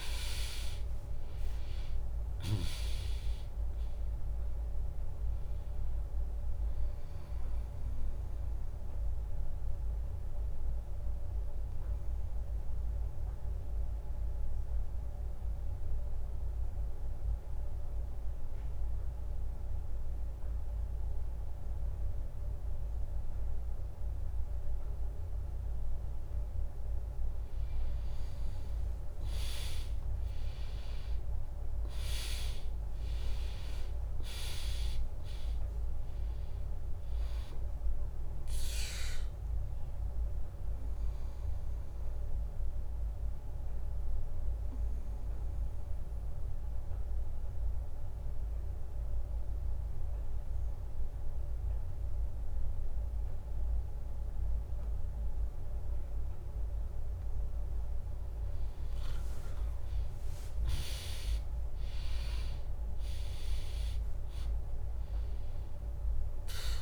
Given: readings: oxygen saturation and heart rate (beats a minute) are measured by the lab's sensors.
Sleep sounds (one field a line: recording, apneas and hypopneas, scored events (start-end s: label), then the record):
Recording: breathing in sleep by a room microphone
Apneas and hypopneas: 2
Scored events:
0.00-8.00 s: drop in pulse transit time (device-marked, heart rate 63 extreme)
0.00-22.00 s: oxygen desaturation (device-marked, oxygen 95% lowest, heart rate 62 extreme)
8.00-26.00 s: obstructive apnea (oxygen 100% before, 95% lowest, heart rate 70 before, 63 extreme, up 0 after)
27.50-31.00 s: arousal
32.00-44.00 s: drop in pulse transit time (device-marked, heart rate 64 before, 64 extreme)
41.00-57.00 s: mixed apnea (oxygen 100% before, 96% lowest, heart rate 67 before, 59 extreme)
59.00-62.50 s: arousal
61.00-66.82 s: drop in pulse transit time (device-marked, heart rate 76 before, 60 extreme)
From the record:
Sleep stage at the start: N2 (light sleep)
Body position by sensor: on the back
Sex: female